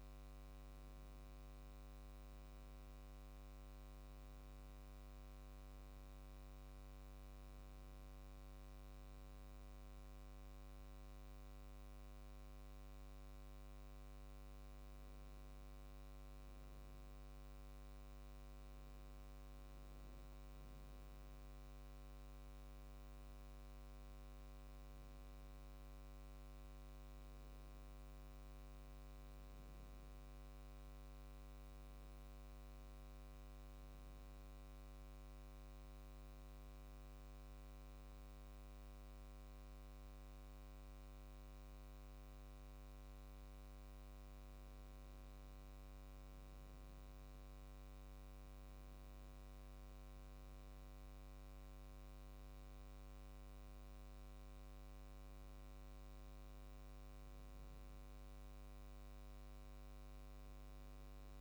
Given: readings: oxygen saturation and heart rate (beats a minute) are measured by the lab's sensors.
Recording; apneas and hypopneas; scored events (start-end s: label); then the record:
breathing in sleep, hard to hear, by a microphone on the trachea; 1
35.00-46.00 s: obstructive apnea (oxygen 96% before, 95% lowest, heart rate 72 before, 69 extreme, up 1 after)
49.00-52.50 s: arousal
From the record:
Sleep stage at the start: N2 (light sleep); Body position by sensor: on the back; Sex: male